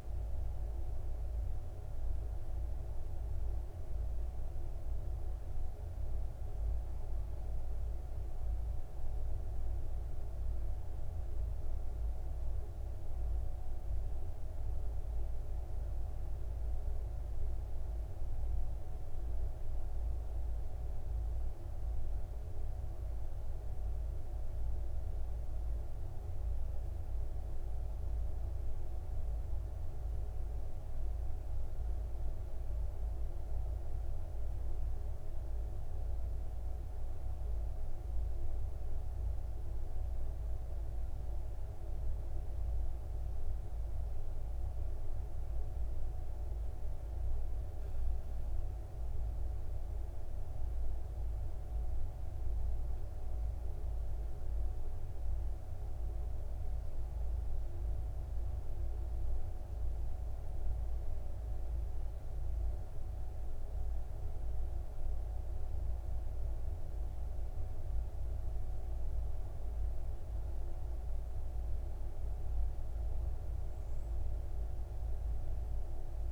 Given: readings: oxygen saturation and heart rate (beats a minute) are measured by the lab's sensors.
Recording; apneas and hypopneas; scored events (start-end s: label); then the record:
breathing in sleep, hard to hear, by a room microphone; none
14.50-76.32 s: new sleep stage, N2 (light sleep)
From the record:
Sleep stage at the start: N1 (lightest sleep); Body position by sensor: on the back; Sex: male